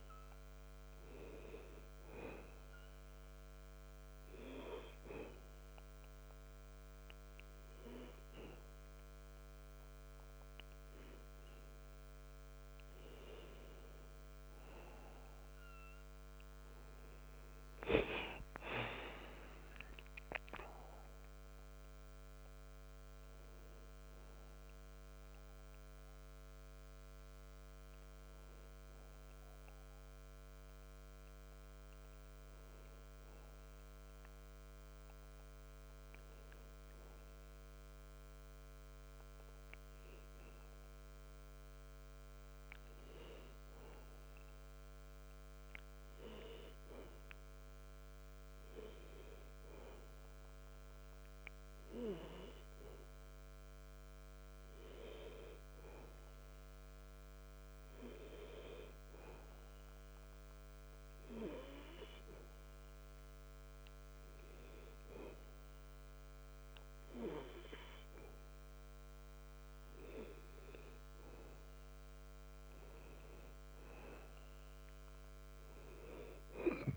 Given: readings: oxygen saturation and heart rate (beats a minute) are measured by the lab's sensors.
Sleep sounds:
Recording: breathing in sleep by a microphone on the trachea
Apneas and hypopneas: 2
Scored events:
3.50-13.50 s: obstructive apnea (oxygen 96% before, 92% lowest, heart rate 76 before, 61 extreme, up 10 after)
16.50-33.50 s: oxygen desaturation (device-marked, oxygen 96% before, 92% lowest, heart rate 68 before, 62 extreme)
18.50-22.50 s: arousal
38.50-70.50 s: hypopnea (oxygen 96% before, 91% lowest, heart rate 70 before, 65 extreme, up 17 after)
63.50-76.97 s: oxygen desaturation (device-marked, oxygen 98% before, 91% lowest, heart rate 72 before, 83 extreme)
72.50-76.00 s: arousal
From the record:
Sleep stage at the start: N2 (light sleep)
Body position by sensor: on the back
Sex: male

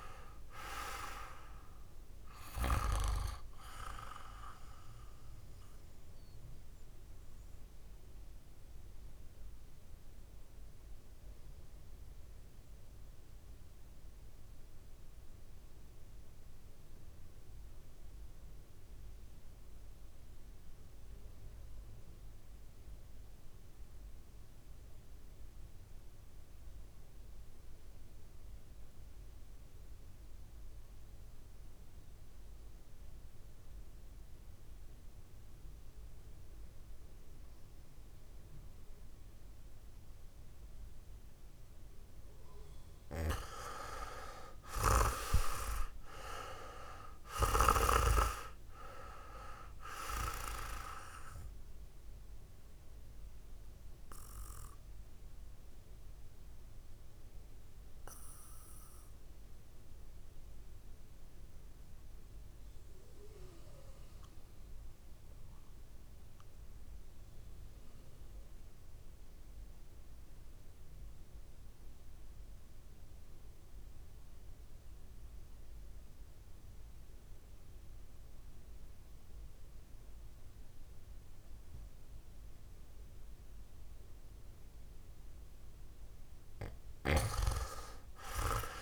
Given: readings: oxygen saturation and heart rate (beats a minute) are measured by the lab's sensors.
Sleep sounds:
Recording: breathing in sleep by a room microphone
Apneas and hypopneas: 2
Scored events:
0.00-24.00 s: oxygen desaturation (device-marked, oxygen 84% lowest, heart rate 49 extreme)
5.50-42.50 s: mixed apnea (oxygen 99% before, 84% lowest, heart rate 73 before, 49 extreme, up 13 after)
38.00-71.00 s: oxygen desaturation (device-marked, oxygen 100% before, 85% lowest, heart rate 54 before, 52 extreme)
44.00-48.00 s: arousal
52.50-84.50 s: obstructive apnea (oxygen 100% before, 85% lowest, heart rate 54 before, 52 extreme, up 6 after)
85.00-88.82 s: oxygen desaturation (device-marked, oxygen 99% before, 89% lowest, heart rate 57 before, 53 extreme)
87.50-88.82 s: arousal
From the record:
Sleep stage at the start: REM sleep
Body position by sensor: on the back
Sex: male

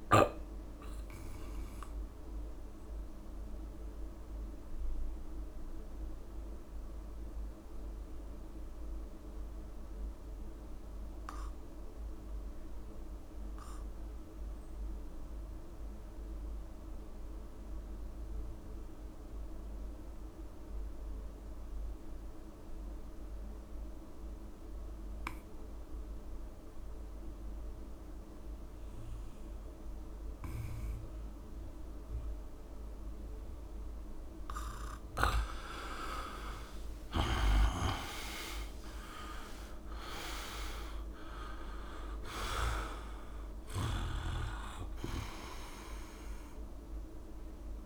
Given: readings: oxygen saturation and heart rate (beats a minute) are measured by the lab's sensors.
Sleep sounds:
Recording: breathing in sleep by a room microphone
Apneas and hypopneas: 1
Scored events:
0.00-15.50 s: oxygen desaturation (device-marked, oxygen 79% lowest, heart rate 54 extreme)
2.00-34.50 s: obstructive apnea (oxygen 100% before, 79% lowest, heart rate 66 before, 37 extreme, up 7 after)
28.50-47.86 s: oxygen desaturation (device-marked, oxygen 99% before, 79% lowest, heart rate 65 before, 37 extreme)
36.50-41.50 s: arousal
From the record:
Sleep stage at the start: N2 (light sleep)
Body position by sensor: on the back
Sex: male

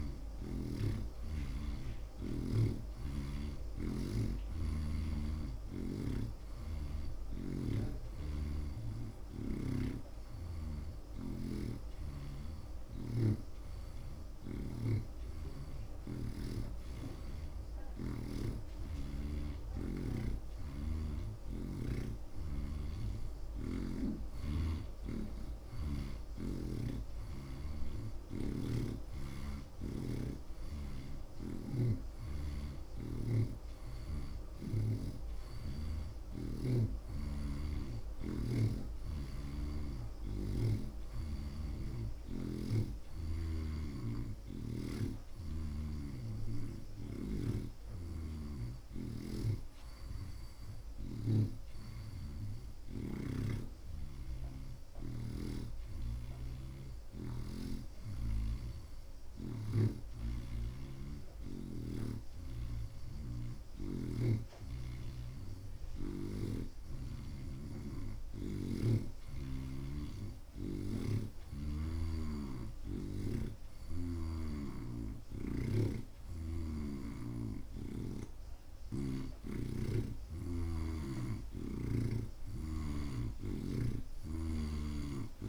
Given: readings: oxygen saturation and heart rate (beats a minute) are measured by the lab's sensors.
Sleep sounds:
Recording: breathing in sleep by a room microphone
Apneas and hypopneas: none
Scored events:
4.50-21.50 s: oxygen desaturation (device-marked, oxygen 85% before, 81% lowest)
8.50-15.00 s: snoring (device-marked)
19.50-32.00 s: snoring (device-marked)
36.50-43.00 s: snoring (device-marked)
47.50-51.50 s: snoring (device-marked)
56.00-64.50 s: snoring (device-marked)
81.50-85.49 s: snoring (device-marked)
From the record:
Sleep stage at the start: N2 (light sleep)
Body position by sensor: on the right side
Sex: male

